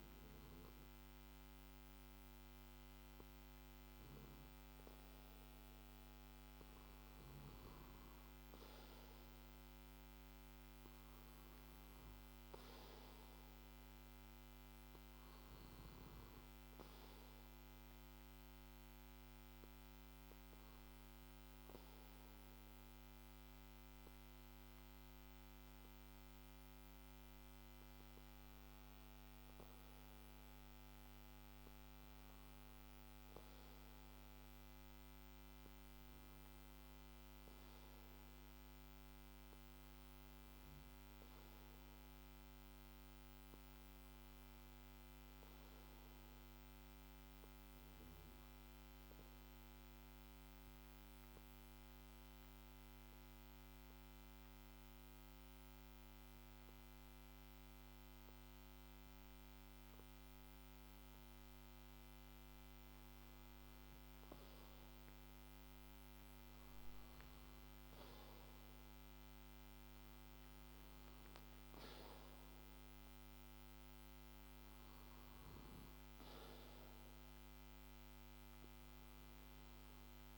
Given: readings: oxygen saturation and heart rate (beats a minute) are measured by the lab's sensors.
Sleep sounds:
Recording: breathing in sleep, hard to hear, by a microphone on the trachea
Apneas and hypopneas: 1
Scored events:
24.50-33.50 s: oxygen desaturation (device-marked, oxygen 96% before, 93% lowest, heart rate 57 before, 55 extreme)
37.00-41.00 s: arousal
50.50-61.00 s: hypopnea (oxygen 96% before, 93% lowest, heart rate 57 before, 55 extreme, up 3 after)
67.00-71.00 s: arousal
From the record:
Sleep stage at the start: N1 (lightest sleep)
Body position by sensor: on the back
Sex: male

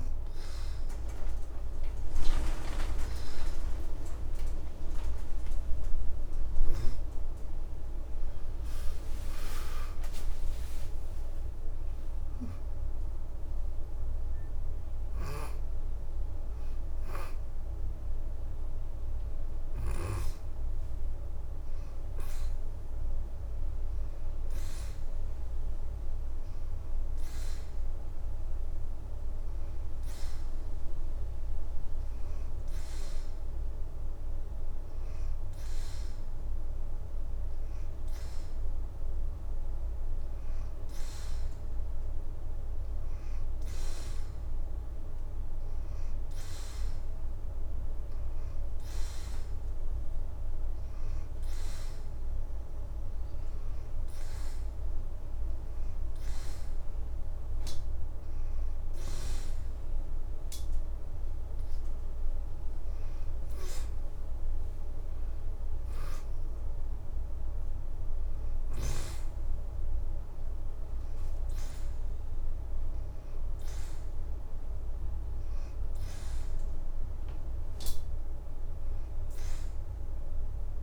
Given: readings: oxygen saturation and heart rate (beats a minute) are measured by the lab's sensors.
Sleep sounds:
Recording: breathing in sleep, hard to hear, by a room microphone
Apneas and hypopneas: 1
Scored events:
0.00-14.50 s: oxygen desaturation (device-marked, oxygen 85% lowest, heart rate 81 extreme)
5.50-10.00 s: leg movement (device-marked)
41.00-45.00 s: arousal
46.00-49.50 s: leg movement (device-marked)
46.50-61.50 s: oxygen desaturation (device-marked, oxygen 95% before, 89% lowest, heart rate 83 before, 78 extreme)
49.00-60.00 s: hypopnea (oxygen 95% before, 89% lowest, heart rate 83 before, 78 extreme, up 4 after)
62.50-66.00 s: arousal
63.00-66.00 s: leg movement (device-marked)
From the record:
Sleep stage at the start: N2 (light sleep)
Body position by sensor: on the back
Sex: female

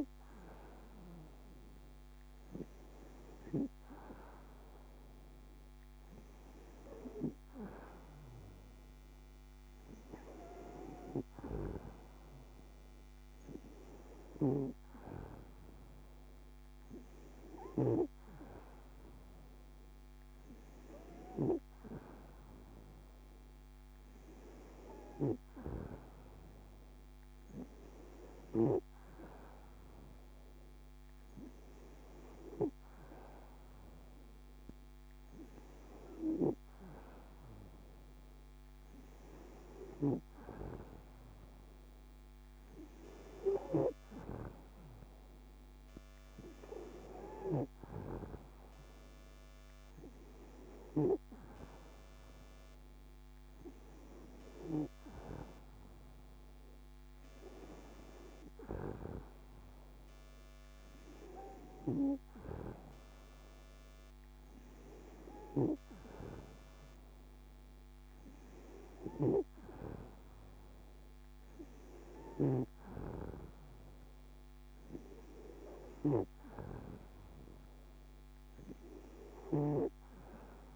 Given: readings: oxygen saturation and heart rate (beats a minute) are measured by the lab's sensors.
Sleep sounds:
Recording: breathing in sleep by a microphone on the trachea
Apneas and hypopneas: none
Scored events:
none scored
From the record:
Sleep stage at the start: N2 (light sleep)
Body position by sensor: on the back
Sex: female

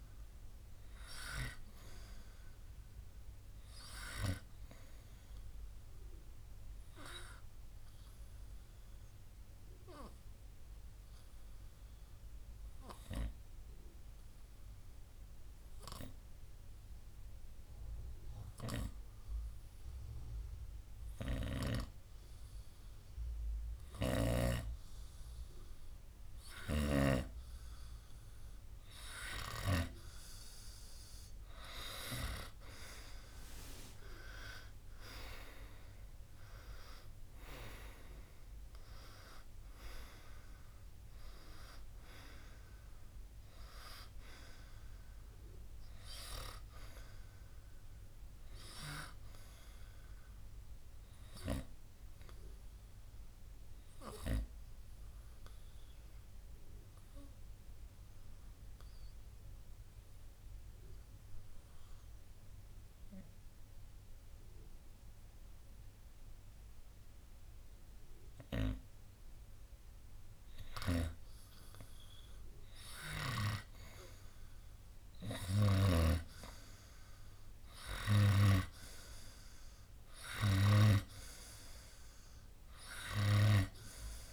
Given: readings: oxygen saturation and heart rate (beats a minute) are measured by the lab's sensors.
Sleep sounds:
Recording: breathing in sleep by a room microphone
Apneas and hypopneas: 2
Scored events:
0.00-20.50 s: oxygen desaturation (device-marked, oxygen 91% lowest, heart rate 54 extreme)
7.00-29.00 s: obstructive apnea (oxygen 96% before, 91% lowest, heart rate 63 before, 54 extreme, up 2 after)
33.50-38.50 s: arousal
38.50-50.50 s: oxygen desaturation (device-marked, oxygen 96% before, 92% lowest, heart rate 60 before, 58 extreme)
51.00-71.00 s: obstructive apnea (oxygen 96% before, 91% lowest, heart rate 64 before, 58 extreme, up 6 after)
74.00-77.00 s: arousal
From the record:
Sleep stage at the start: N2 (light sleep)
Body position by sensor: on the right side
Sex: male

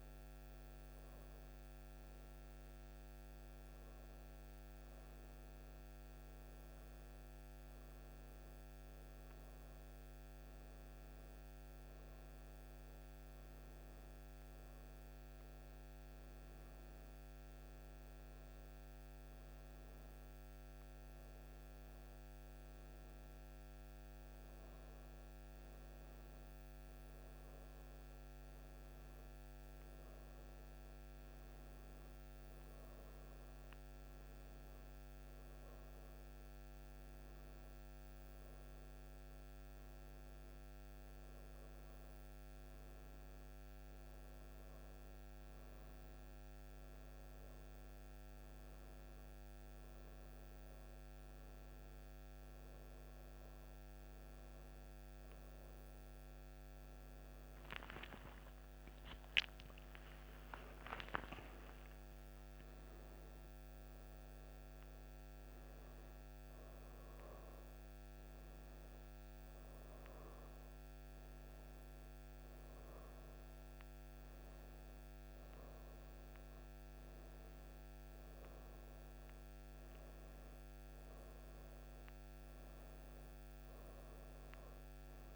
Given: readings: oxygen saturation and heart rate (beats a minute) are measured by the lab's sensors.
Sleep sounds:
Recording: breathing in sleep, hard to hear, by a microphone on the trachea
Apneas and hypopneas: none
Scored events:
58.00-62.50 s: arousal
58.00-85.36 s: new sleep stage, N1 (lightest sleep)
From the record:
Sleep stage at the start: N2 (light sleep)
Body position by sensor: on the right side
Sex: female

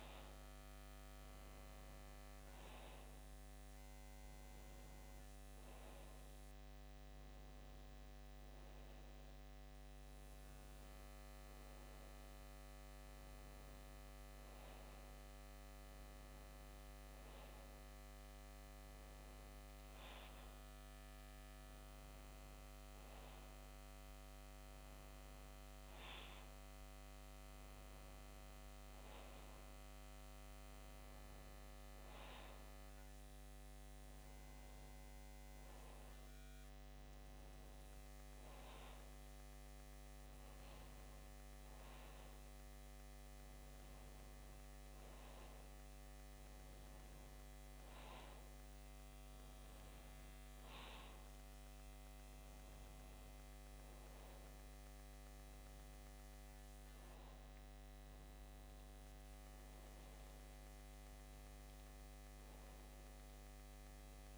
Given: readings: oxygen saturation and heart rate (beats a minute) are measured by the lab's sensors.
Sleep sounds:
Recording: breathing in sleep, hard to hear, by a microphone on the trachea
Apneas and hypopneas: none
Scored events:
none scored
From the record:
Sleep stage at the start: N2 (light sleep)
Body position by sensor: on the back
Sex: male

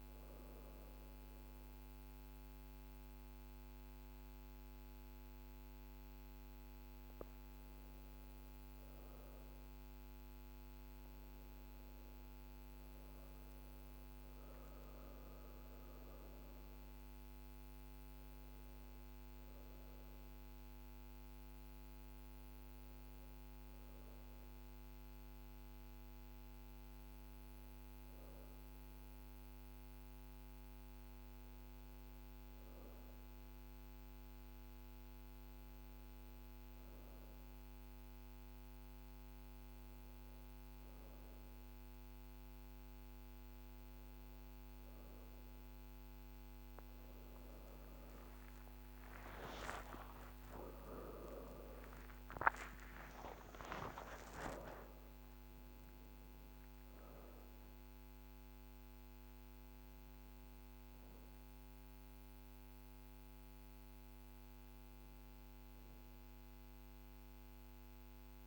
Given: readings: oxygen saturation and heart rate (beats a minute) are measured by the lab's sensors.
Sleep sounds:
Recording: a person awake in a sleep study, by a microphone on the trachea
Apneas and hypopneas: none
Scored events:
16.00-32.00 s: oxygen desaturation (device-marked, oxygen 96% before, 92% lowest, heart rate 41 before, 35 extreme)
59.00-68.47 s: new sleep stage, N1 (lightest sleep)
From the record:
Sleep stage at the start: awake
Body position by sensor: on the back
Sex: female

